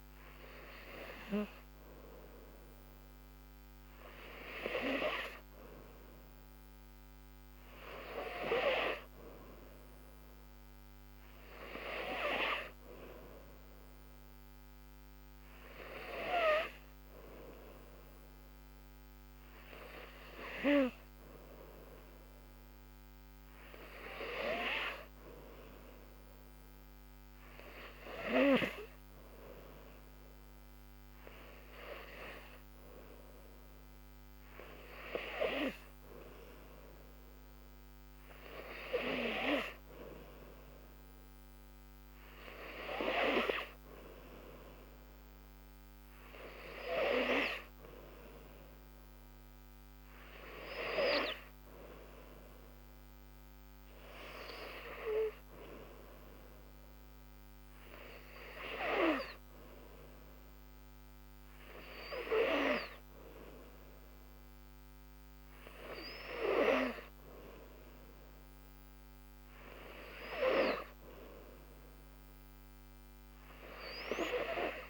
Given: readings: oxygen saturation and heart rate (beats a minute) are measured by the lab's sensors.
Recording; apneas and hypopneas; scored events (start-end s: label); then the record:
breathing in sleep by a microphone on the trachea; none
none scored
From the record:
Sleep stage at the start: N3 (deep sleep); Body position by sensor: on the back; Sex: female